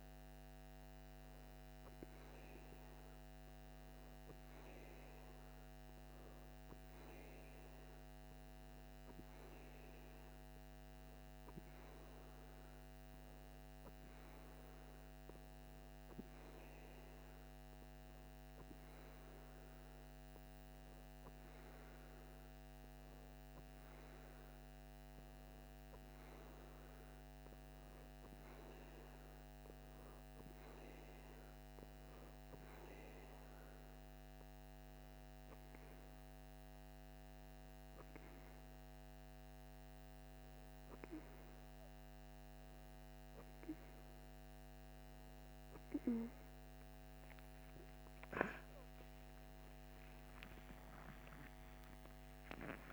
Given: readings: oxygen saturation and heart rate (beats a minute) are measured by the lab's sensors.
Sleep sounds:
a person partly awake in a sleep study, hard to hear, by a microphone on the trachea; none
35.00-52.93 s: new sleep stage, awake
From the record:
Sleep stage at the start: N2 (light sleep); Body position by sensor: on the back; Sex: female

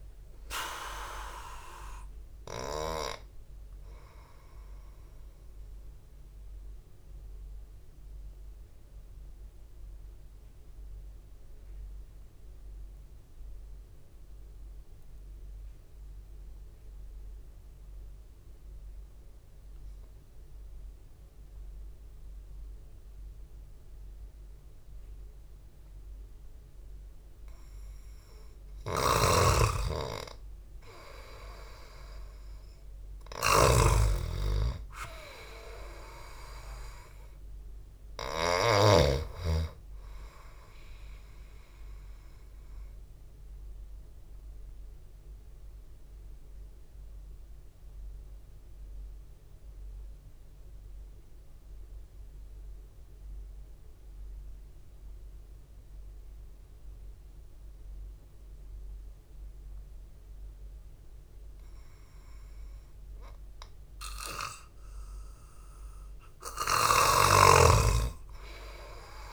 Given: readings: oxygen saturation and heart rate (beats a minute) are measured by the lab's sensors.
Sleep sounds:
breathing in sleep by a room microphone; 2
7.00-27.50 s: mixed apnea (oxygen 98% before, 92% lowest, heart rate 57 before, 52 extreme)
28.50-33.00 s: arousal
29.00-39.50 s: snoring (device-marked)
32.00-62.00 s: oxygen desaturation (device-marked, oxygen 99% before, 92% lowest, heart rate 63 before, 51 extreme)
45.00-65.00 s: obstructive apnea (oxygen 99% before, 92% lowest, heart rate 56 before, 51 extreme)
67.00-69.33 s: snoring (device-marked)
67.50-69.33 s: arousal
From the record:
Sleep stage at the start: N2 (light sleep); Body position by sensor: on the back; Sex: male

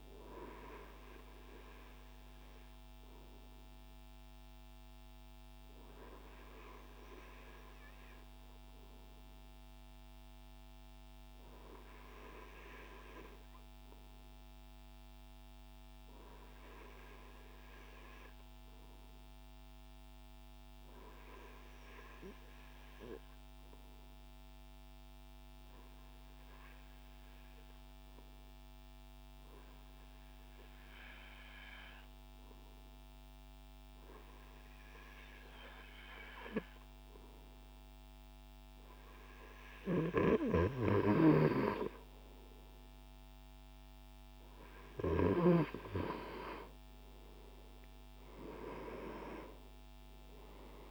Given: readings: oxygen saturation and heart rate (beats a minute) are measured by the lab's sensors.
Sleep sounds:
breathing in sleep by a microphone on the trachea; 1
12.00-41.50 s: obstructive apnea (oxygen 99% before, 94% lowest, heart rate 63 before, 53 extreme, up 13 after)
From the record:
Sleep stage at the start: REM sleep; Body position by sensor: on the front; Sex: male

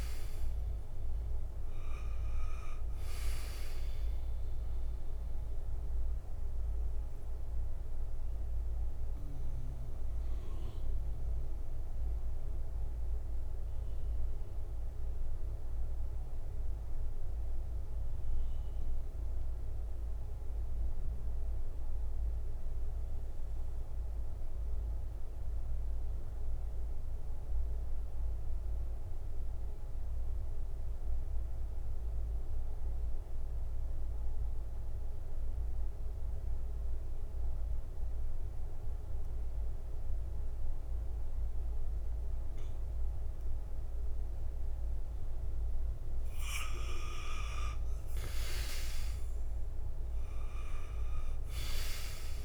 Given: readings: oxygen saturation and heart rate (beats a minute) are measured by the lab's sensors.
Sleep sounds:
breathing in sleep by a room microphone; 1
0.00-27.50 s: oxygen desaturation (device-marked, oxygen 84% lowest, heart rate 55 extreme)
7.00-44.50 s: mixed apnea (oxygen 98% before, 82% lowest, heart rate 62 before, 55 extreme, up 5 after)
41.50-52.45 s: oxygen desaturation (device-marked, oxygen 97% before, 82% lowest, heart rate 61 before, 56 extreme)
46.50-50.00 s: arousal
From the record:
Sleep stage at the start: N2 (light sleep); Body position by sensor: on the back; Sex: male

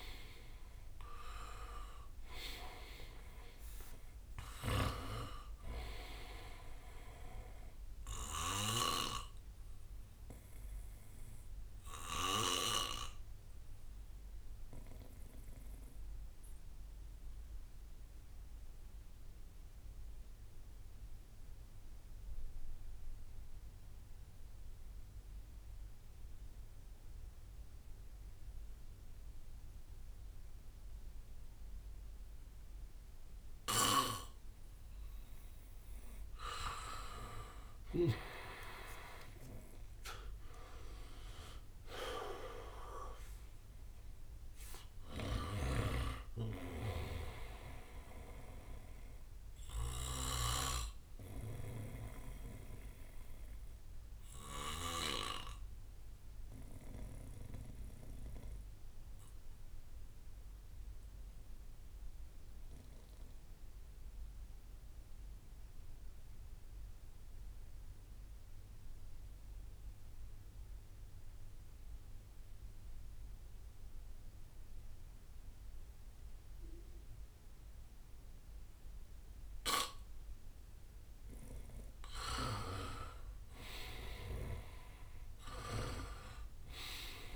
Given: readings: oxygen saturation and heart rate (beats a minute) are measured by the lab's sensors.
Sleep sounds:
breathing in sleep by a room microphone; 2
0.00-1.50 s: arousal
1.00-19.00 s: oxygen desaturation (device-marked, oxygen 96% before, 91% lowest, heart rate 62 before, 57 extreme)
8.00-11.00 s: bradycardia (device-marked, heart rate 68 before, 63 extreme)
11.50-35.00 s: obstructive apnea (oxygen 96% before, 89% lowest, heart rate 67 before, 54 extreme, up 13 after)
12.00-14.00 s: bradycardia (device-marked, heart rate 68 before, 57 extreme)
16.00-19.00 s: bradycardia (device-marked, heart rate 68 before, 59 extreme)
21.00-23.00 s: bradycardia (device-marked, heart rate 68 before, 59 extreme)
32.00-61.00 s: oxygen desaturation (device-marked, oxygen 98% before, 89% lowest, heart rate 60 before, 54 extreme)
33.50-38.00 s: snoring (device-marked)
37.00-41.50 s: arousal
40.00-52.00 s: drop in pulse transit time (device-marked, heart rate 62 before, 60 extreme)
45.00-55.00 s: snoring (device-marked)
49.00-61.00 s: bradycardia (device-marked, heart rate 68 before, 54 extreme)
54.00-81.50 s: obstructive apnea (oxygen 98% before, 86% lowest, heart rate 67 before, 54 extreme, up 7 after)
72.00-74.00 s: bradycardia (device-marked, heart rate 68 before, 61 extreme)
75.00-87.36 s: oxygen desaturation (device-marked, oxygen 99% before, 89% lowest, heart rate 59 before, 54 extreme)
83.00-87.00 s: arousal
From the record:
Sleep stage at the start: N2 (light sleep); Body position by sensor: on the back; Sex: male

